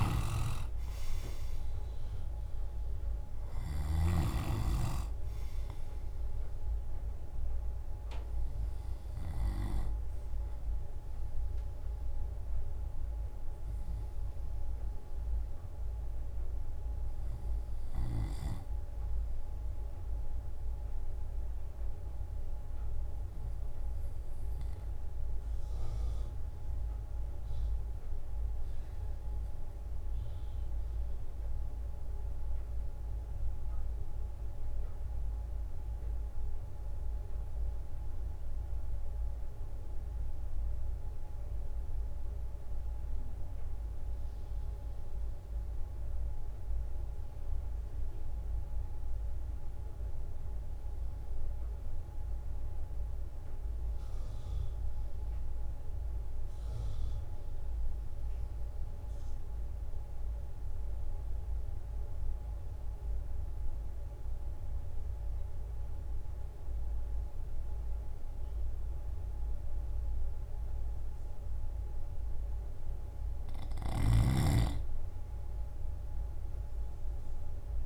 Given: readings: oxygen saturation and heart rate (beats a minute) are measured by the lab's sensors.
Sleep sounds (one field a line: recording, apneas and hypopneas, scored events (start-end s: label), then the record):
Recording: breathing in sleep by a room microphone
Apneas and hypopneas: 1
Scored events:
0.00-10.50 s: drop in pulse transit time (device-marked, heart rate 66 extreme)
0.00-26.50 s: oxygen desaturation (device-marked, oxygen 84% lowest, heart rate 59 extreme)
20.00-71.50 s: mixed apnea (oxygen 89% before, 82% lowest, heart rate 65 before, 59 extreme, up 5 after)
56.50-77.86 s: oxygen desaturation (device-marked, oxygen 96% before, 82% lowest, heart rate 63 before, 61 extreme)
From the record:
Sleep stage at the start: REM sleep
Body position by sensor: on the left side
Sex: male